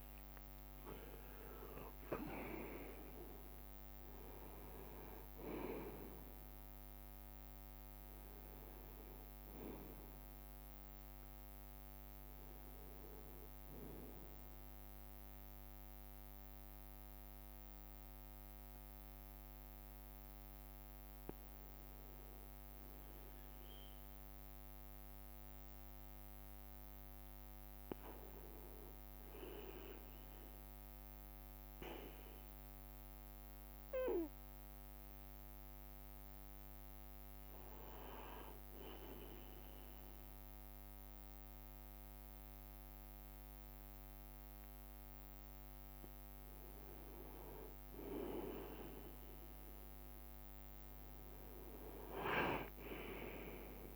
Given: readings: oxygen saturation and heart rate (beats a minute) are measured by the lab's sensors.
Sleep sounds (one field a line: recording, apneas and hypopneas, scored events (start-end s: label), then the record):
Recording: breathing in sleep by a microphone on the trachea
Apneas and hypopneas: none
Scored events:
0.00-1.50 s: long interval between heartbeats (device-marked)
0.00-2.00 s: arousal
0.00-5.50 s: leg movement (device-marked)
0.00-53.96 s: bradycardia (device-marked)
3.00-25.00 s: oxygen desaturation (device-marked, oxygen 95% before, 92% lowest)
5.00-7.00 s: long interval between heartbeats (device-marked)
10.50-12.50 s: long interval between heartbeats (device-marked)
16.00-18.00 s: long interval between heartbeats (device-marked)
19.00-21.00 s: leg movement (device-marked)
21.50-23.50 s: long interval between heartbeats (device-marked)
28.50-30.50 s: long interval between heartbeats (device-marked)
34.50-36.50 s: long interval between heartbeats (device-marked)
40.00-42.00 s: long interval between heartbeats (device-marked)
40.00-46.00 s: drop in pulse transit time (device-marked)
46.00-48.50 s: leg movement (device-marked)
47.00-49.00 s: long interval between heartbeats (device-marked)
50.50-53.50 s: arousal
52.50-53.96 s: leg movement (device-marked)
From the record:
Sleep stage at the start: N2 (light sleep)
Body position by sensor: on the right side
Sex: male